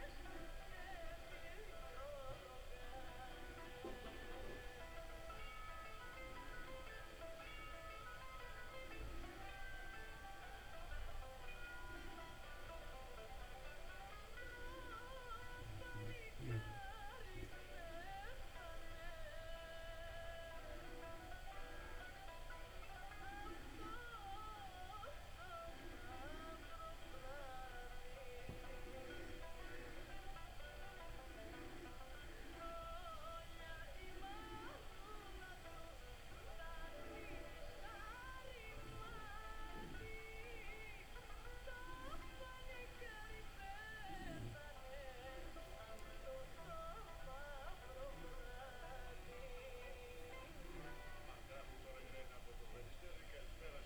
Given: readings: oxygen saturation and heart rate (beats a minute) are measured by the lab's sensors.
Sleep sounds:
breathing in sleep by a room microphone; none
none scored
From the record:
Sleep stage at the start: N2 (light sleep); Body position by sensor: on the back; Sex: female

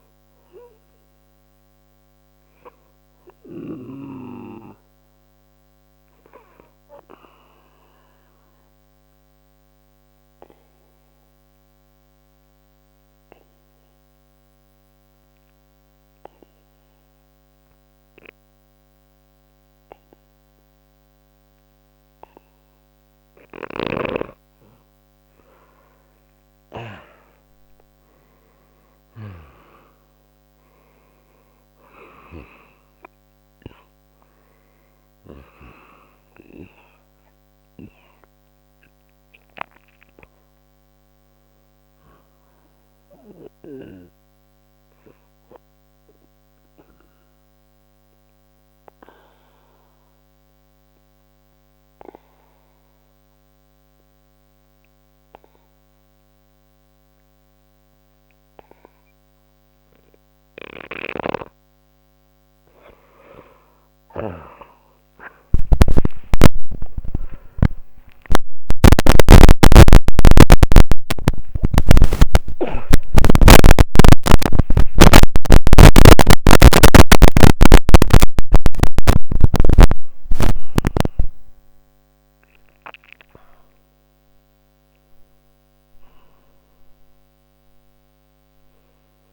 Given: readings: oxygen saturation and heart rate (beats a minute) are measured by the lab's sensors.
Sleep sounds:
breathing in sleep by a microphone on the trachea; 2
0.00-11.00 s: oxygen desaturation (device-marked, oxygen 85% lowest, heart rate 60 extreme)
5.00-23.00 s: obstructive apnea (oxygen 96% before, 85% lowest, heart rate 64 before, 60 extreme, up 1 after)
25.50-29.50 s: arousal
27.00-55.00 s: oxygen desaturation (device-marked, oxygen 97% before, 87% lowest, heart rate 61 before, 59 extreme)
43.00-61.50 s: obstructive apnea (oxygen 98% before, 87% lowest, heart rate 63 before, 59 extreme)
65.50-72.50 s: arousal
68.00-74.00 s: oxygen desaturation (device-marked, oxygen 97% before, 92% lowest)
76.00-89.33 s: oxygen desaturation (device-marked, oxygen 96% before, 89% lowest)
81.00-89.33 s: new sleep stage, N1 (lightest sleep)
From the record:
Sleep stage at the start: N2 (light sleep); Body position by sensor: on the back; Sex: male

